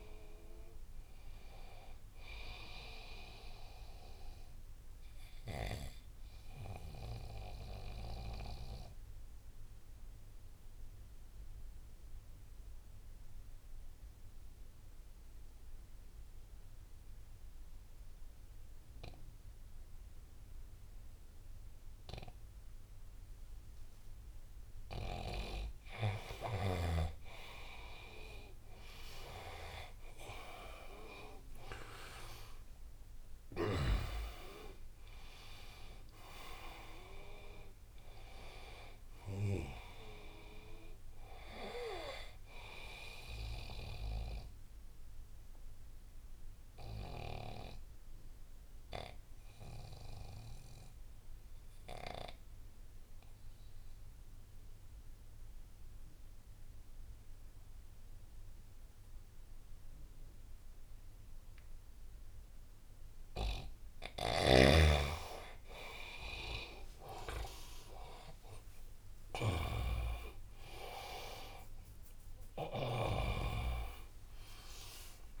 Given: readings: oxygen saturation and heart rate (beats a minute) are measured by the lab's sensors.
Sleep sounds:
breathing in sleep by a room microphone; 2
0.00-9.50 s: oxygen desaturation (device-marked, oxygen 92% lowest, heart rate 68 extreme)
4.50-24.00 s: obstructive apnea (oxygen 98% before, 92% lowest, heart rate 81 before, 68 extreme, up 11 after)
26.50-31.00 s: arousal
28.50-51.50 s: oxygen desaturation (device-marked, oxygen 98% before, 92% lowest, heart rate 75 before, 66 extreme)
43.50-62.50 s: obstructive apnea (oxygen 98% before, 92% lowest, heart rate 79 before, 66 extreme, up 13 after)
43.50-75.40 s: new sleep stage, N1 (lightest sleep)
65.00-70.00 s: arousal
65.50-75.40 s: oxygen desaturation (device-marked, oxygen 98% before, 92% lowest, heart rate 73 before, 77 extreme)
From the record:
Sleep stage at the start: N2 (light sleep); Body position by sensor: on the right side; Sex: male

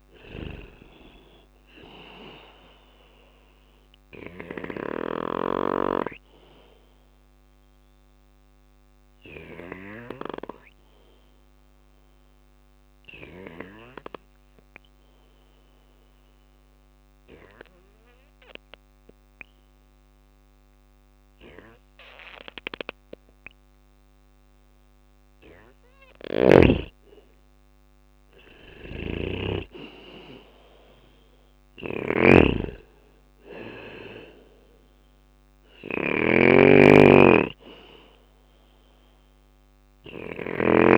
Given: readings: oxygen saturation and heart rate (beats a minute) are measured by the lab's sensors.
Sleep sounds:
breathing in sleep by a microphone on the trachea; 1
0.00-12.00 s: drop in pulse transit time (device-marked, heart rate 57 extreme)
1.00-23.00 s: oxygen desaturation (device-marked, oxygen 98% before, 92% lowest, heart rate 61 before, 57 extreme)
3.00-10.00 s: bradycardia (device-marked, heart rate 63 before, 57 extreme)
4.00-23.50 s: obstructive apnea (oxygen 99% before, 91% lowest, heart rate 61 before, 58 extreme, up 3 after)
16.00-18.00 s: bradycardia (device-marked, heart rate 63 before, 60 extreme)
19.00-21.00 s: bradycardia (device-marked, heart rate 63 before, 59 extreme)
25.50-28.50 s: arousal
27.00-37.00 s: drop in pulse transit time (device-marked, heart rate 59 before, 60 extreme)
27.50-39.50 s: snoring (device-marked)
35.00-40.98 s: bradycardia (device-marked, heart rate 62 before, 58 extreme)
35.00-40.98 s: oxygen desaturation (device-marked, oxygen 98% before, 91% lowest, heart rate 60 before, 58 extreme)
From the record:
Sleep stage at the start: N2 (light sleep); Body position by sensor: on the back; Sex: male

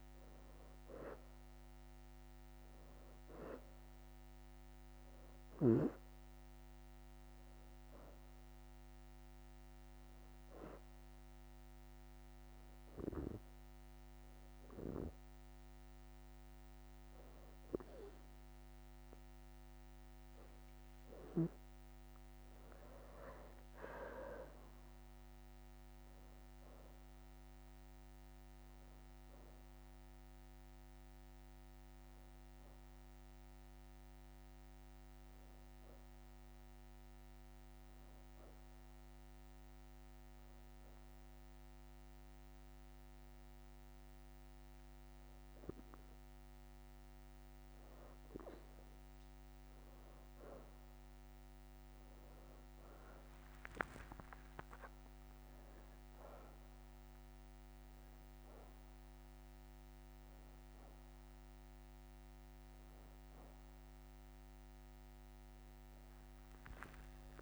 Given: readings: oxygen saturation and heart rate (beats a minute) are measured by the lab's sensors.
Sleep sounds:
breathing in sleep by a microphone on the trachea; 2
1.50-2.50 s: leg movement (device-marked)
5.00-8.50 s: arousal
7.50-16.50 s: oxygen desaturation (device-marked, oxygen 93% before, 87% lowest, heart rate 85 before, 81 extreme)
9.50-22.50 s: hypopnea (oxygen 93% before, 85% lowest, heart rate 85 before, 81 extreme, up 5 after)
24.00-28.50 s: arousal
25.50-47.50 s: oxygen desaturation (device-marked, oxygen 93% before, 85% lowest, heart rate 85 before, 82 extreme)
37.00-39.50 s: leg movement (device-marked)
38.00-48.00 s: hypopnea (oxygen 93% before, 86% lowest, heart rate 83 before, 82 extreme, up 15 after)
50.50-55.00 s: leg movement (device-marked)
51.50-56.50 s: arousal
57.50-67.42 s: oxygen desaturation (device-marked, oxygen 96% before, 87% lowest, heart rate 86 before, 81 extreme)
From the record:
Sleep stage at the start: N2 (light sleep); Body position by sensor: on the back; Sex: female

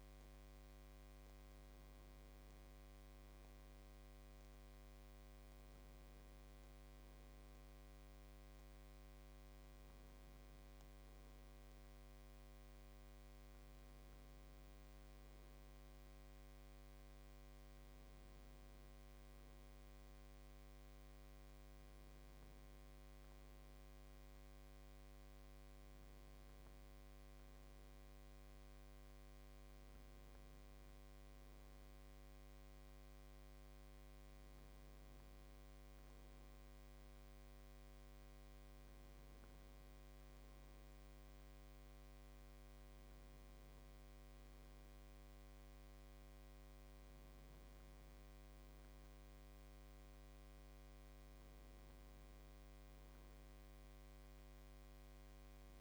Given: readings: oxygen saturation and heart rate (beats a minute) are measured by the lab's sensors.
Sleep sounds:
breathing in sleep, hard to hear, by a microphone on the trachea; none
none scored
From the record:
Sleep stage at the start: N1 (lightest sleep); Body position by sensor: on the left side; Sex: male

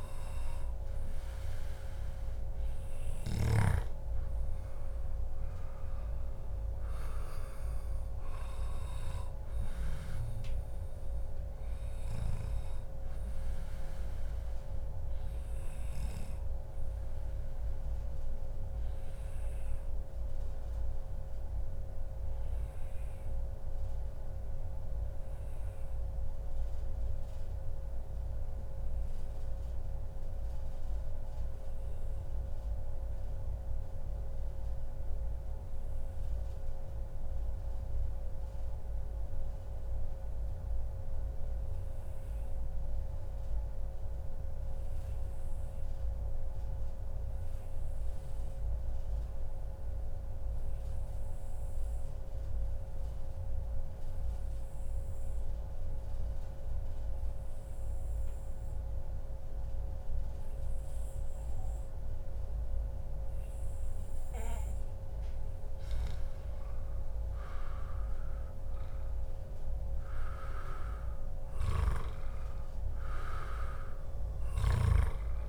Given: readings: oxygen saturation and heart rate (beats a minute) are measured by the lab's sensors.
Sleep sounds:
breathing in sleep, hard to hear, by a room microphone; 1
0.00-2.00 s: arousal
0.00-8.50 s: oxygen desaturation (device-marked, oxygen 93% lowest, heart rate 99 extreme)
15.50-63.50 s: obstructive apnea (oxygen 97% before, 92% lowest, heart rate 139 before, 99 extreme, up 2 after)
16.50-18.50 s: long interval between heartbeats (device-marked, heart rate 139 before, 132 extreme)
19.00-21.00 s: long interval between heartbeats (device-marked, heart rate 140 before, 114 extreme)
21.50-23.50 s: long interval between heartbeats (device-marked, heart rate 137 before, 99 extreme)
23.50-25.50 s: long interval between heartbeats (device-marked, heart rate 133 before, 105 extreme)
62.50-75.49 s: oxygen desaturation (device-marked, oxygen 97% before, 92% lowest, heart rate 141 before, 91 extreme)
67.00-70.50 s: arousal
From the record:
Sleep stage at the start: N2 (light sleep); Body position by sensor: on the back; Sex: male

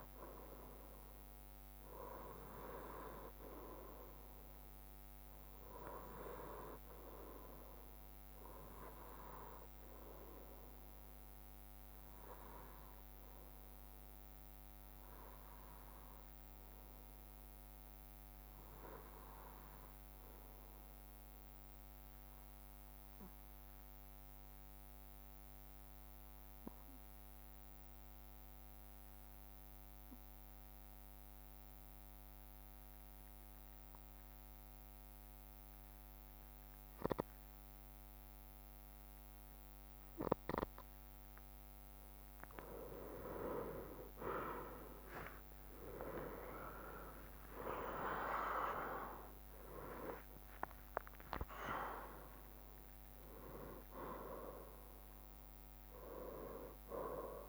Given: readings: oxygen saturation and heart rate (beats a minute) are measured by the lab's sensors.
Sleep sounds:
breathing in sleep by a microphone on the trachea; 1
20.00-40.50 s: obstructive apnea (oxygen 97% before, 91% lowest, heart rate 64 before, 59 extreme, up 9 after)
38.00-40.00 s: bradycardia (device-marked, heart rate 64 before, 60 extreme)
41.00-57.49 s: oxygen desaturation (device-marked, oxygen 95% before, 91% lowest, heart rate 63 before, 63 extreme)
45.50-49.00 s: arousal
47.00-57.49 s: drop in pulse transit time (device-marked, heart rate 62 before, 66 extreme)
From the record:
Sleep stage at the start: N2 (light sleep); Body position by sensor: on the right side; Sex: male

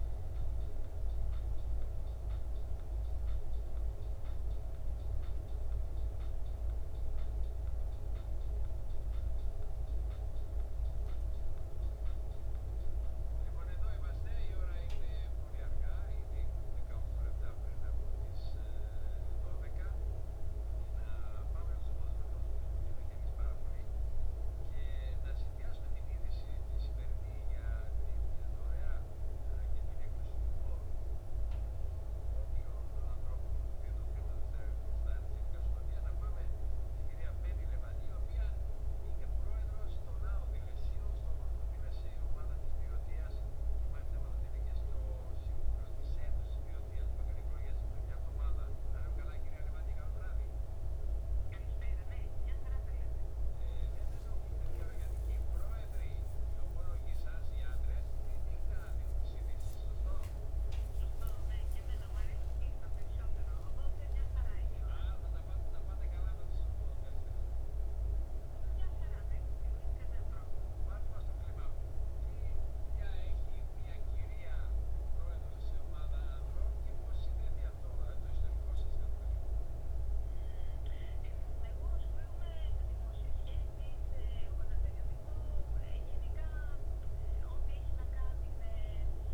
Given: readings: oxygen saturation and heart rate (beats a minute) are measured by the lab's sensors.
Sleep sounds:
breathing in sleep, hard to hear, by a room microphone; 1
32.50-53.50 s: hypopnea (oxygen 97% before, 94% lowest, heart rate 67 before, 65 extreme)
57.00-59.00 s: long interval between heartbeats (device-marked, heart rate 66 before, 94 extreme)
58.00-63.00 s: arousal
58.00-69.00 s: oxygen desaturation (device-marked, oxygen 97% before, 95% lowest, heart rate 67 before, 66 extreme)
59.50-61.50 s: long interval between heartbeats (device-marked, heart rate 70 before, 128 extreme)
62.00-64.00 s: long interval between heartbeats (device-marked, heart rate 80 before, 167 extreme)
64.00-66.00 s: long interval between heartbeats (device-marked, heart rate 91 before, 145 extreme)
From the record:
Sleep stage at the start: N2 (light sleep); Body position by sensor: on the back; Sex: male

